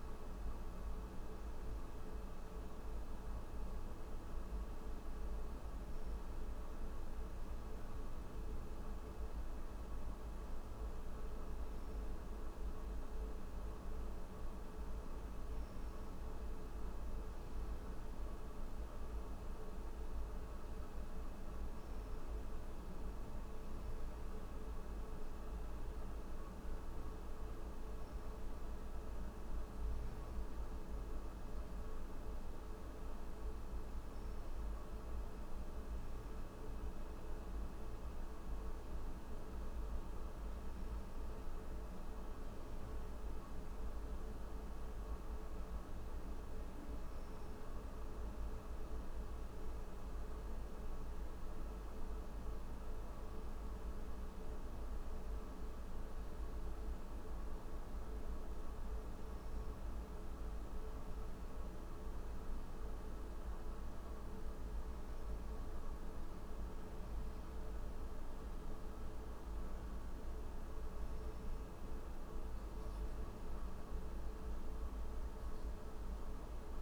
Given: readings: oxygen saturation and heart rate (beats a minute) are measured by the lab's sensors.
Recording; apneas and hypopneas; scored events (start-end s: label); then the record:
breathing in sleep, hard to hear, by a room microphone; none
none scored
From the record:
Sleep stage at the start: N3 (deep sleep); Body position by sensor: on the back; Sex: male